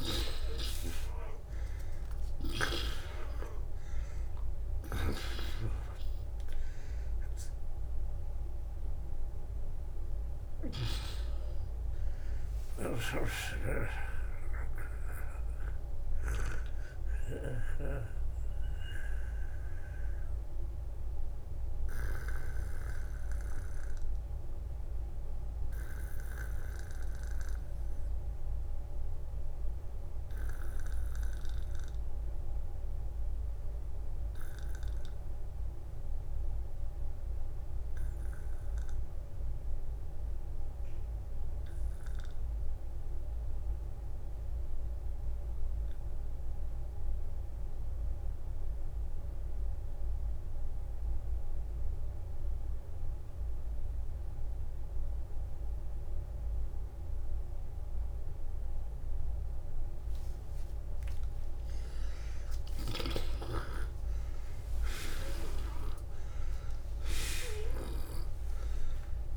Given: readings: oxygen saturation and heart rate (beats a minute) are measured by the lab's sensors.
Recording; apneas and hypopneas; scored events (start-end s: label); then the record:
breathing in sleep by a room microphone; 1
15.00-36.00 s: oxygen desaturation (device-marked, oxygen 97% before, 80% lowest, heart rate 79 before, 38 extreme)
19.00-59.00 s: obstructive apnea (oxygen 98% before, 79% lowest, heart rate 72 before, 38 extreme, up 14 after)
36.00-38.00 s: long interval between heartbeats (device-marked, heart rate 57 before, 47 extreme)
50.00-69.37 s: oxygen desaturation (device-marked, oxygen 97% before, 79% lowest, heart rate 47 before, 46 extreme)
61.00-63.00 s: long interval between heartbeats (device-marked, heart rate 49 before, 54 extreme)
61.50-65.00 s: arousal
From the record:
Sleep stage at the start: N2 (light sleep); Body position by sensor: on the back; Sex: male